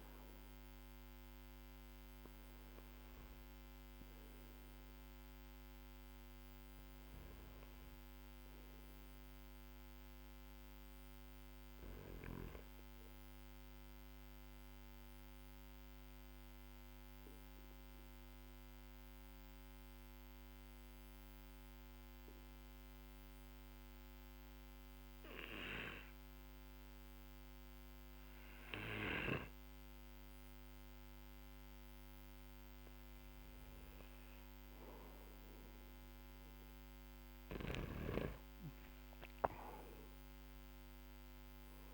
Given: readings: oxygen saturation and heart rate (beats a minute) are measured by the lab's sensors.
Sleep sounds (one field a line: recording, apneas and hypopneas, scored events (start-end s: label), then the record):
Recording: breathing in sleep by a microphone on the trachea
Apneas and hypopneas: 1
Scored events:
15.00-31.00 s: obstructive apnea (oxygen 99% before, 94% lowest, heart rate 56 before, 47 extreme, up 14 after)
34.50-39.50 s: arousal
From the record:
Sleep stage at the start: N1 (lightest sleep)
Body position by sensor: on the back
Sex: male